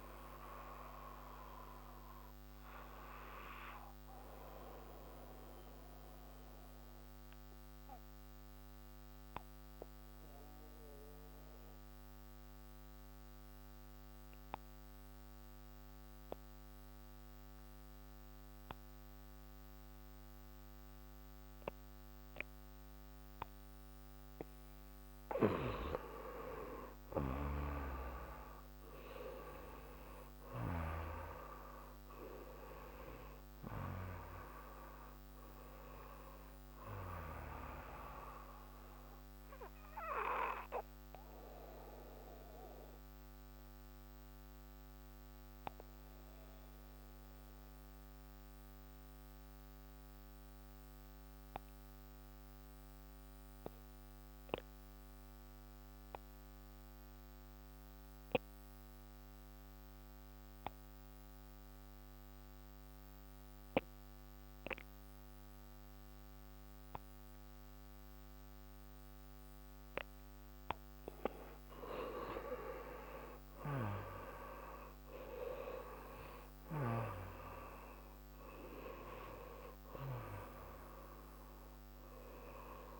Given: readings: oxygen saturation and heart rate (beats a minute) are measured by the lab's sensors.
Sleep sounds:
breathing in sleep by a microphone on the trachea; 2
1.50-25.00 s: obstructive apnea (oxygen 95% before, 89% lowest)
25.50-56.50 s: oxygen desaturation (device-marked, oxygen 99% before, 89% lowest)
26.50-30.00 s: arousal
39.00-71.50 s: obstructive apnea (oxygen 99% before, 87% lowest)
67.50-83.00 s: oxygen desaturation (device-marked, oxygen 98% before, 87% lowest)
73.50-78.00 s: arousal
From the record:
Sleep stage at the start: N2 (light sleep); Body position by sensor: on the back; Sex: male

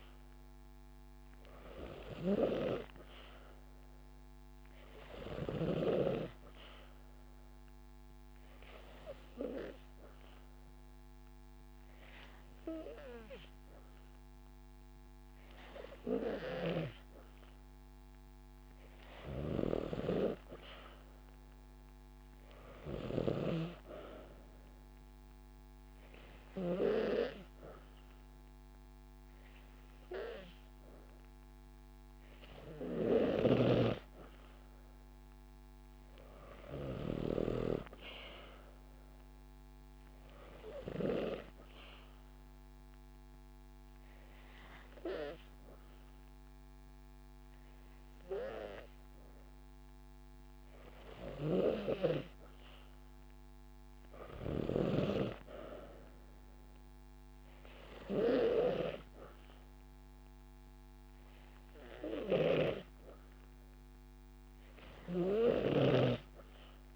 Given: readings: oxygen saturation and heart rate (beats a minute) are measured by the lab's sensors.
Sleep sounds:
breathing in sleep by a microphone on the trachea; 2
5.50-17.50 s: hypopnea (oxygen 94% before, 92% lowest)
20.50-24.00 s: arousal
42.00-52.50 s: obstructive apnea (oxygen 95% before, 92% lowest)
56.00-58.00 s: long interval between heartbeats (device-marked)
56.00-59.00 s: arousal
From the record:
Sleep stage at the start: N2 (light sleep); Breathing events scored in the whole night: 138 in 5.5 hours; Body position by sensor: on the back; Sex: female

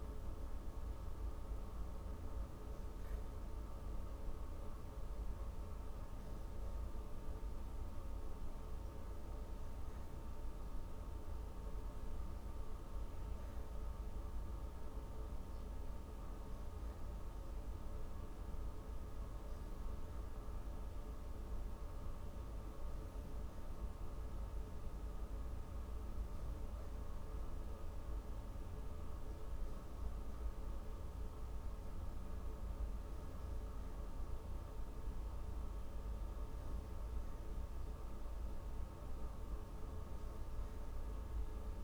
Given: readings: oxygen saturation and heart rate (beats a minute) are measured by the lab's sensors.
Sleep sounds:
breathing in sleep, hard to hear, by a room microphone; none
none scored
From the record:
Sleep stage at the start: N3 (deep sleep); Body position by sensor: on the back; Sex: female

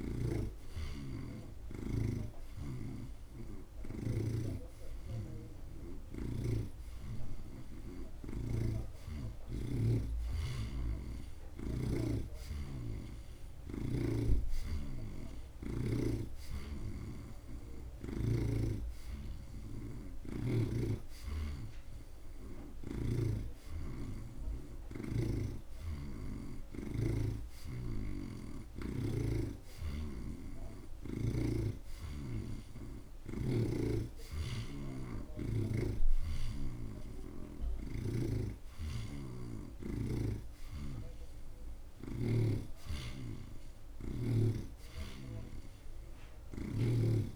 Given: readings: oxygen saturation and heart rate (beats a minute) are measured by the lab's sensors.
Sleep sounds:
breathing in sleep by a room microphone; none
3.50-19.50 s: oxygen desaturation (device-marked, oxygen 84% before, 77% lowest)
4.50-12.00 s: snoring (device-marked)
21.50-32.50 s: oxygen desaturation (device-marked, oxygen 85% before, 80% lowest)
39.00-42.50 s: snoring (device-marked)
From the record:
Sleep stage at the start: N2 (light sleep); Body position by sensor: on the right side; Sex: male

